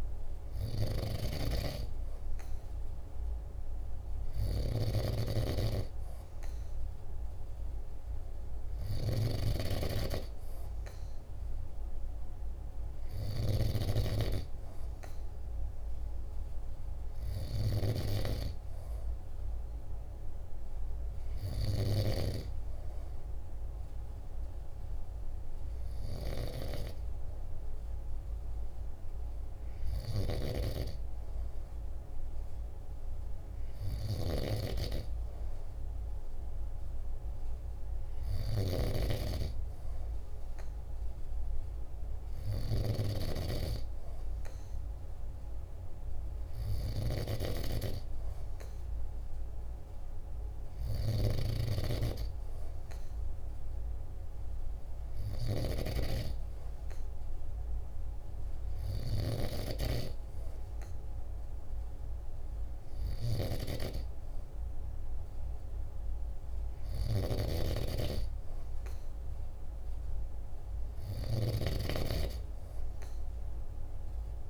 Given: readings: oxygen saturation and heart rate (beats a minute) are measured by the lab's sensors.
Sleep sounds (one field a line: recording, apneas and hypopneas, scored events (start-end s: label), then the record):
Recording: breathing in sleep by a room microphone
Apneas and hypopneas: none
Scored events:
0.00-13.00 s: snoring (device-marked)
37.50-42.50 s: snoring (device-marked)
66.50-74.50 s: snoring (device-marked)
From the record:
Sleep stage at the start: N2 (light sleep)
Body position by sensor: on the back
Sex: male